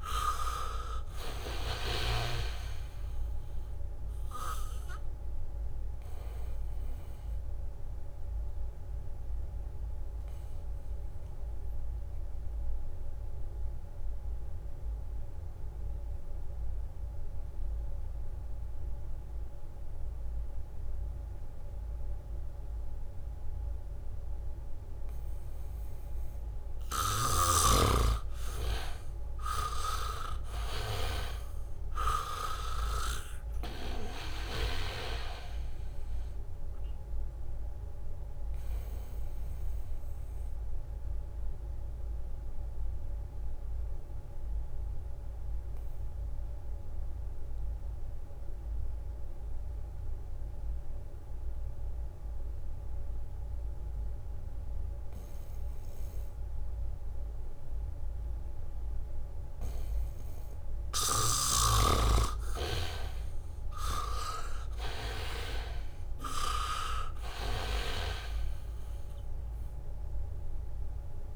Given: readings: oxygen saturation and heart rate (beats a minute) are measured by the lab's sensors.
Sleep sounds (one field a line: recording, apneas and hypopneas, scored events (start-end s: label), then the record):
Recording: breathing in sleep by a room microphone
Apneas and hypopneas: 2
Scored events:
0.00-19.50 s: oxygen desaturation (device-marked, oxygen 81% lowest, heart rate 69 extreme)
5.50-26.50 s: obstructive apnea (oxygen 98% before, 80% lowest, heart rate 72 before, 69 extreme, up 3 after)
13.50-20.00 s: leg movement (device-marked)
24.50-57.50 s: oxygen desaturation (device-marked, oxygen 99% before, 80% lowest, heart rate 75 before, 65 extreme)
27.50-31.00 s: leg movement (device-marked)
29.00-31.50 s: arousal
32.00-34.00 s: leg movement (device-marked)
36.50-44.00 s: leg movement (device-marked)
39.00-60.50 s: obstructive apnea (oxygen 99% before, 80% lowest, heart rate 72 before, 65 extreme, up 5 after)
52.00-56.00 s: leg movement (device-marked)
57.00-60.00 s: leg movement (device-marked)
62.00-65.00 s: arousal
63.50-71.36 s: oxygen desaturation (device-marked, oxygen 98% before, 80% lowest, heart rate 72 before, 69 extreme)
From the record:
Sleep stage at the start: N2 (light sleep)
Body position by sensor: on the back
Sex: male